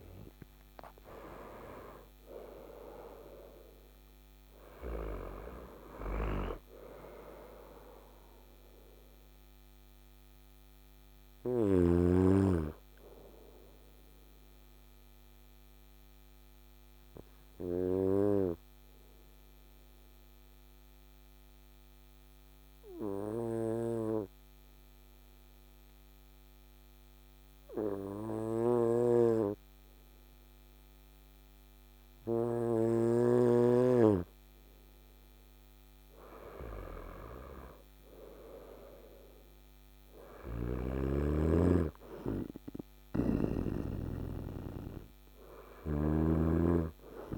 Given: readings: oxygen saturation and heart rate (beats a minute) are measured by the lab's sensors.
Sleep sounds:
breathing in sleep by a microphone on the trachea; 1
0.00-3.50 s: arousal
13.00-33.50 s: obstructive apnea (oxygen 95% before, 94% lowest, heart rate 63 before, 53 extreme, up 7 after)
28.00-32.00 s: snoring (device-marked)
35.50-39.50 s: arousal
39.50-43.00 s: snoring (device-marked)
From the record:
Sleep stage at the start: N2 (light sleep); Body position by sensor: on the right side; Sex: male

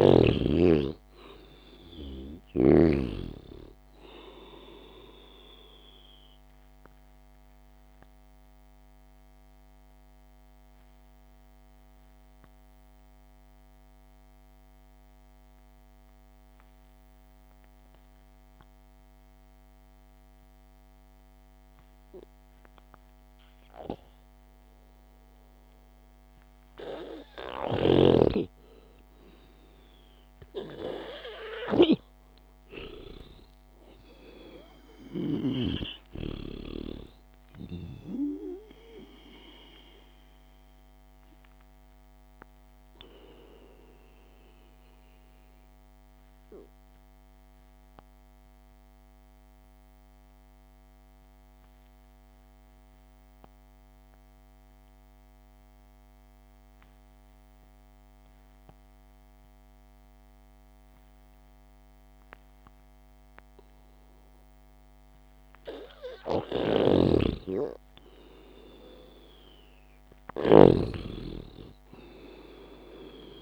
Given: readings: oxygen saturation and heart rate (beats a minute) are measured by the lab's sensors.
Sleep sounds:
breathing in sleep by a microphone on the trachea; 2
0.00-29.50 s: oxygen desaturation (device-marked, oxygen 90% lowest, heart rate 52 extreme)
9.00-26.00 s: obstructive apnea (oxygen 98% before, 89% lowest, heart rate 63 before, 52 extreme)
29.50-34.50 s: arousal
45.50-65.00 s: obstructive apnea (oxygen 97% before, 89% lowest, heart rate 56 before, 53 extreme)
53.50-62.50 s: oxygen desaturation (device-marked, oxygen 93% before, 89% lowest, heart rate 59 before, 53 extreme)
67.00-71.00 s: snoring (device-marked)
67.50-70.50 s: arousal
From the record:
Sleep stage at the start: N2 (light sleep); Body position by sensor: on the back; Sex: male

